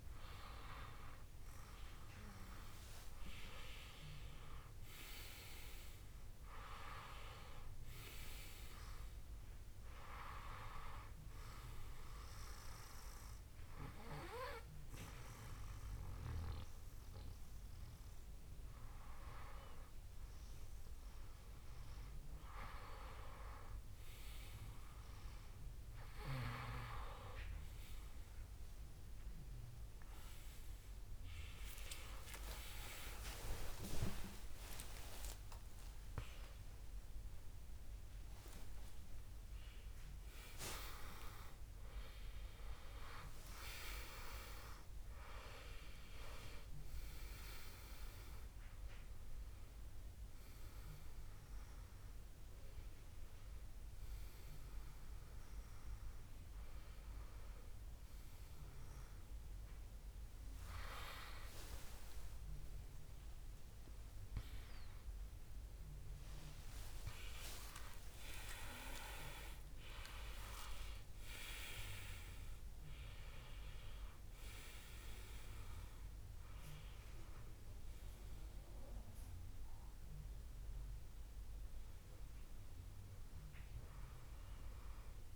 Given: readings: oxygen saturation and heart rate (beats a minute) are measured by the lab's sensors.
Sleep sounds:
a person awake in a sleep study, by a room microphone; none
14.50-16.50 s: long interval between heartbeats (device-marked, heart rate 76 before, 72 extreme)
71.50-85.36 s: new sleep stage, N1 (lightest sleep)
From the record:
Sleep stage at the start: awake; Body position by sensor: on the back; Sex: male

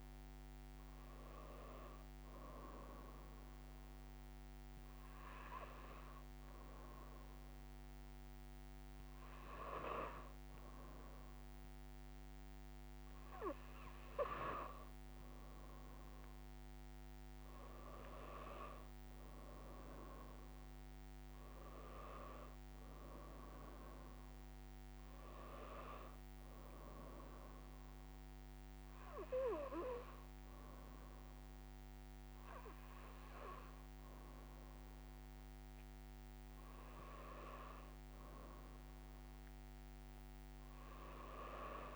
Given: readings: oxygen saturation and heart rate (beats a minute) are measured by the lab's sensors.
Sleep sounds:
a person partly awake in a sleep study, by a microphone on the trachea; none
9.50-41.96 s: new sleep stage, N2 (light sleep)
From the record:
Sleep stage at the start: awake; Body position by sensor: on the right side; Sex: female

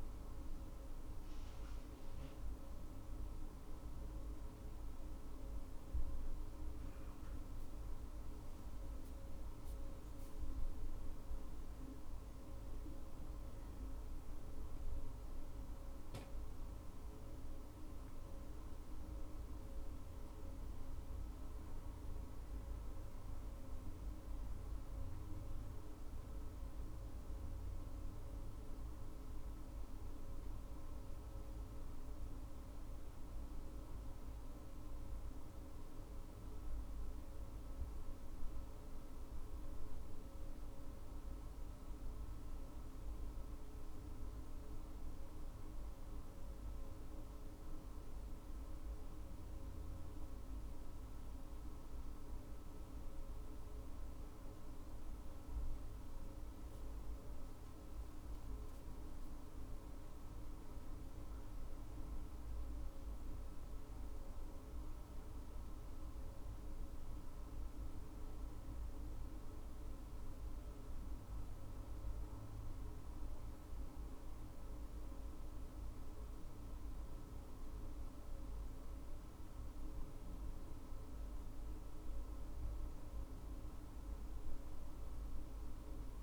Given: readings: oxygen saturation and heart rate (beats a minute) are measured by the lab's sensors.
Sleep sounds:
a person awake in a sleep study, hard to hear, by a room microphone; none
none scored
From the record:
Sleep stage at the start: awake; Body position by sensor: on the back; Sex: female

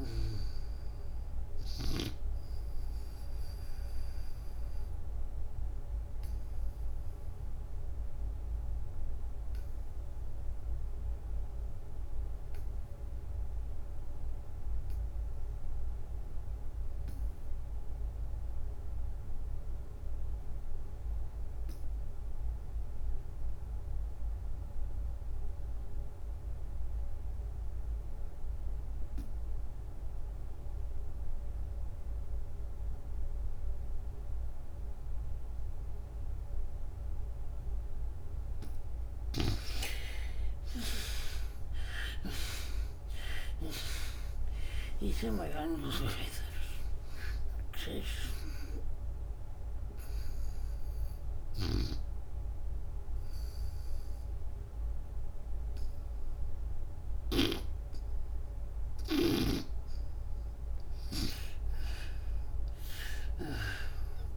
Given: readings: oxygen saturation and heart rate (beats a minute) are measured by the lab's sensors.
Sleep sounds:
breathing in sleep by a room microphone; 1
0.00-14.00 s: oxygen desaturation (device-marked, oxygen 59% lowest, heart rate 63 extreme)
4.50-36.00 s: obstructive apnea (oxygen 95% before, 52% lowest, heart rate 103 before, 63 extreme, up 40 after)
26.00-60.00 s: oxygen desaturation (device-marked, oxygen 94% before, 52% lowest, heart rate 70 before, 68 extreme)
39.00-43.50 s: arousal
63.00-64.36 s: arousal
From the record:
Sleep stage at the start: N2 (light sleep); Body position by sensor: on the back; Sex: female

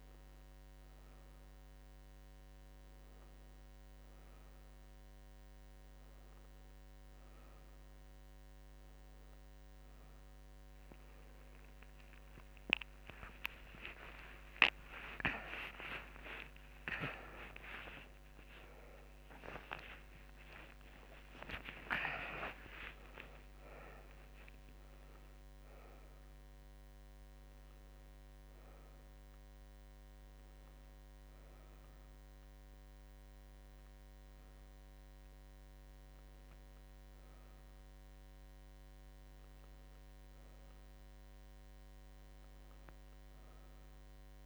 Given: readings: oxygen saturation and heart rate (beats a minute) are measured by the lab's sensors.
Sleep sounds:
breathing in sleep by a microphone on the trachea; none
13.00-19.00 s: arousal
From the record:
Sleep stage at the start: N1 (lightest sleep); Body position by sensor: on the right side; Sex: female

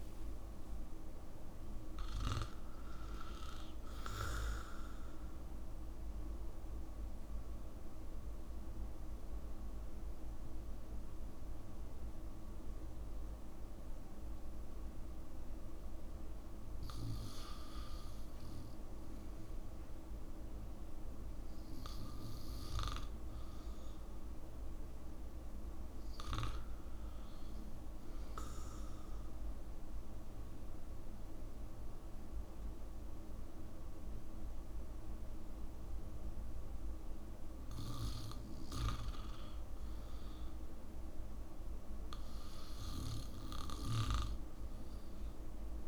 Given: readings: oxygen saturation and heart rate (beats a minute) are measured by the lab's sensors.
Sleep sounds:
breathing in sleep by a room microphone; 2
5.00-16.00 s: central apnea (oxygen 95% before, 88% lowest, heart rate 67 before, 60 extreme, up 8 after)
20.50-24.50 s: arousal
31.00-41.00 s: obstructive apnea (oxygen 94% before, 88% lowest, heart rate 65 before, 70 extreme, up 6 after)
44.00-45.88 s: arousal
From the record:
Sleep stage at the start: N2 (light sleep); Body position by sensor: on the back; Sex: male

